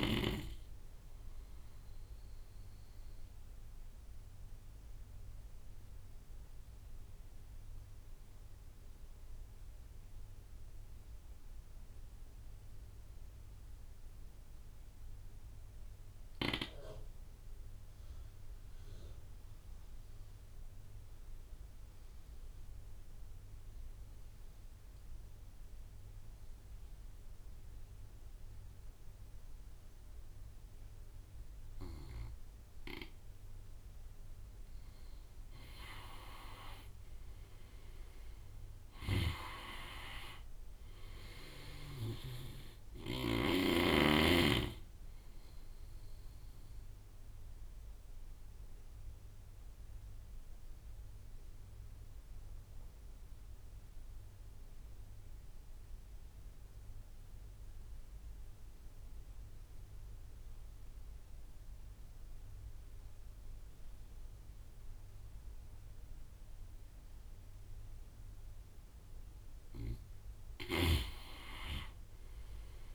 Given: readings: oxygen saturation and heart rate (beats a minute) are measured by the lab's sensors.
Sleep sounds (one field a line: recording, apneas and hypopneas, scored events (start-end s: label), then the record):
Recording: breathing in sleep by a room microphone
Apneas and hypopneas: 2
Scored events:
0.00-6.50 s: oxygen desaturation (device-marked, oxygen 86% lowest)
2.00-32.50 s: obstructive apnea (oxygen 99% before, 84% lowest)
20.50-59.50 s: oxygen desaturation (device-marked, oxygen 98% before, 84% lowest)
34.50-37.50 s: arousal
38.00-43.00 s: snoring (device-marked)
46.50-68.50 s: obstructive apnea (oxygen 98% before, 84% lowest)
69.50-72.95 s: oxygen desaturation (device-marked, oxygen 97% before, 87% lowest)
71.00-72.95 s: arousal
From the record:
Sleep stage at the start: N2 (light sleep)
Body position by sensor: on the right side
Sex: male